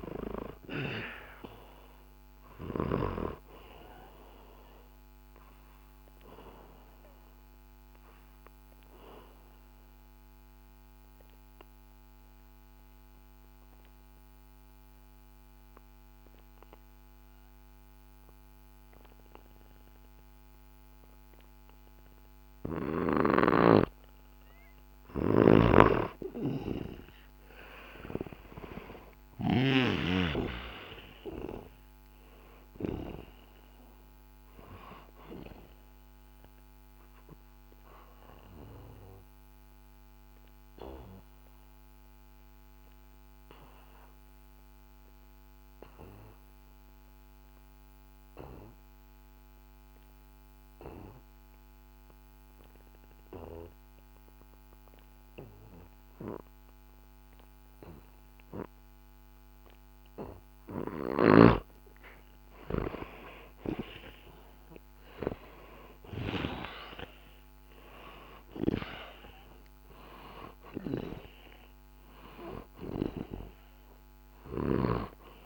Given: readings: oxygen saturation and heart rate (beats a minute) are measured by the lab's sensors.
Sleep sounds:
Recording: breathing in sleep by a microphone on the trachea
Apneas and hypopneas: 2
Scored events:
1.50-17.50 s: oxygen desaturation (device-marked, oxygen 97% before, 91% lowest, heart rate 72 before, 62 extreme)
5.50-24.00 s: obstructive apnea (oxygen 98% before, 90% lowest, heart rate 72 before, 63 extreme, up 12 after)
25.50-29.50 s: snoring (device-marked)
26.00-30.50 s: arousal
30.50-45.50 s: oxygen desaturation (device-marked, oxygen 97% before, 91% lowest, heart rate 65 before, 64 extreme)
35.00-62.00 s: obstructive apnea (oxygen 97% before, 90% lowest, heart rate 67 before, 64 extreme, up 3 after)
61.00-66.50 s: snoring (device-marked)
63.50-67.50 s: arousal
67.50-75.45 s: oxygen desaturation (device-marked, oxygen 98% before, 90% lowest, heart rate 65 before, 63 extreme)
From the record:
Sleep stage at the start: N2 (light sleep)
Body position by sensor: on the back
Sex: male

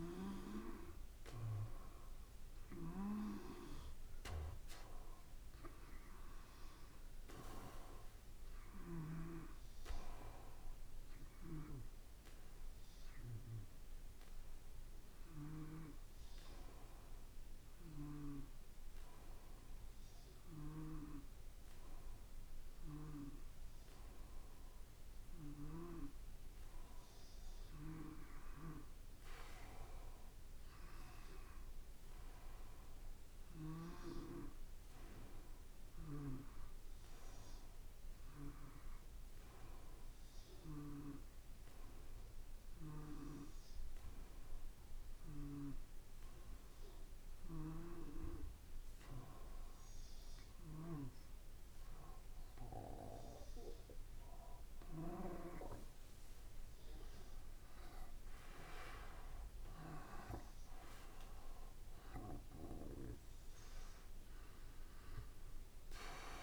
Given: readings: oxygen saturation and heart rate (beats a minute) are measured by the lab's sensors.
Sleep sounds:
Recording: breathing in sleep by a room microphone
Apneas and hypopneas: 2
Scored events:
6.00-10.00 s: arousal
13.00-25.00 s: hypopnea (oxygen 93% before, 91% lowest, heart rate 55 before, 53 extreme, up 2 after)
29.00-33.00 s: arousal
39.00-53.00 s: hypopnea (oxygen 94% before, 91% lowest, heart rate 54 before, 53 extreme, up 3 after)
56.50-60.50 s: arousal
From the record:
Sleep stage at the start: N2 (light sleep)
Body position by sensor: on the back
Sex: male

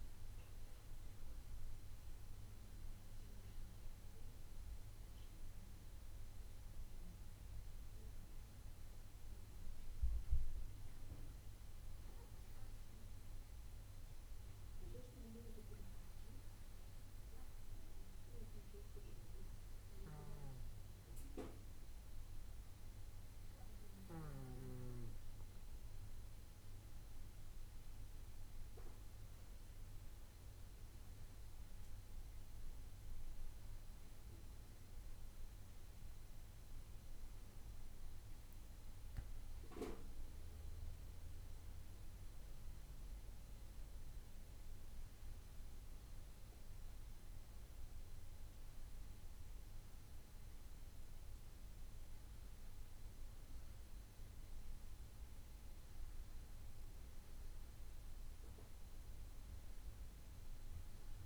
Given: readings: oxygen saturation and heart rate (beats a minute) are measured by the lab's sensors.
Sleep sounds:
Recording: breathing in sleep, hard to hear, by a room microphone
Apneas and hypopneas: none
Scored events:
none scored
From the record:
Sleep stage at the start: N2 (light sleep)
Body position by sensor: on the back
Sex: male

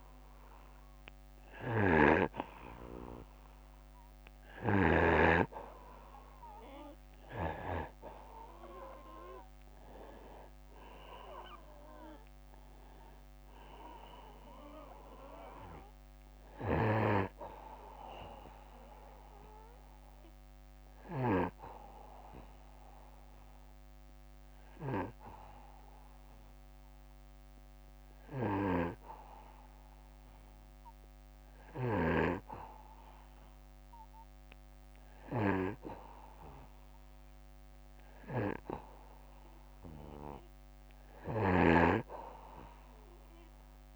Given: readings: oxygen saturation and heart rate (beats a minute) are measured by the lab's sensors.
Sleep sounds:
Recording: breathing in sleep by a microphone on the trachea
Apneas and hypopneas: 1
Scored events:
0.00-1.00 s: arousal
0.00-4.50 s: snoring (device-marked)
0.00-21.00 s: oxygen desaturation (device-marked, oxygen 90% lowest, heart rate 58 extreme)
15.50-20.50 s: snoring (device-marked)
20.00-33.50 s: obstructive apnea (oxygen 93% before, 87% lowest, heart rate 66 before, 58 extreme, up 0 after)
27.50-43.96 s: snoring (device-marked)
30.00-40.00 s: oxygen desaturation (device-marked, oxygen 91% before, 87% lowest, heart rate 65 before, 58 extreme)
38.50-42.50 s: arousal
From the record:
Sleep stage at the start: N2 (light sleep)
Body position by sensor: on the back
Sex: male

